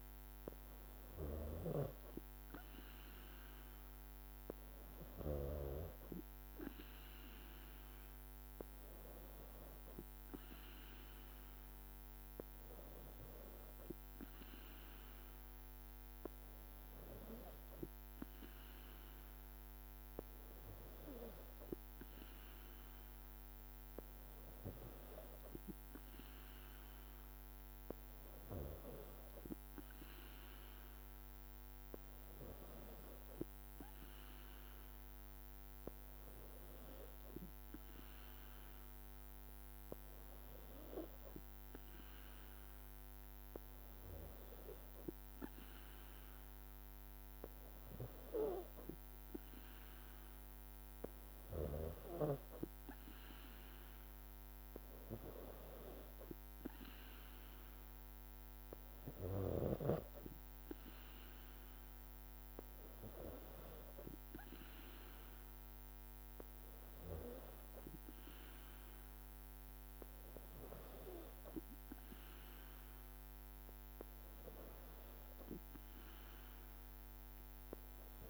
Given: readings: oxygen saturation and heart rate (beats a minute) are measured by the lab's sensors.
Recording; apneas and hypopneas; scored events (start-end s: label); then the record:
breathing in sleep by a microphone on the trachea; none
none scored
From the record:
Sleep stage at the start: N3 (deep sleep); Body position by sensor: on the back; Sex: female